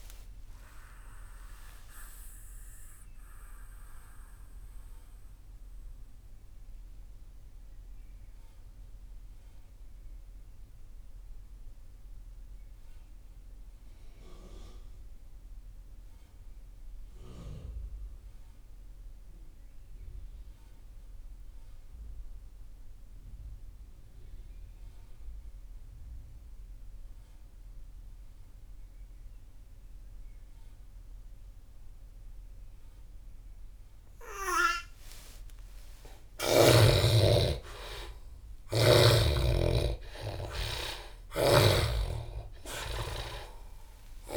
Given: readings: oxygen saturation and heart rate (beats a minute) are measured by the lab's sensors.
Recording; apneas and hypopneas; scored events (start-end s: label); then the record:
breathing in sleep by a room microphone; 1
0.00-16.50 s: oxygen desaturation (device-marked, oxygen 74% lowest)
1.50-36.00 s: obstructive apnea (oxygen 98% before, 71% lowest)
28.50-44.37 s: oxygen desaturation (device-marked, oxygen 97% before, 71% lowest)
36.50-41.50 s: arousal
40.50-44.00 s: snoring (device-marked)
From the record:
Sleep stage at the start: N2 (light sleep); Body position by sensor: on the back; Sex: male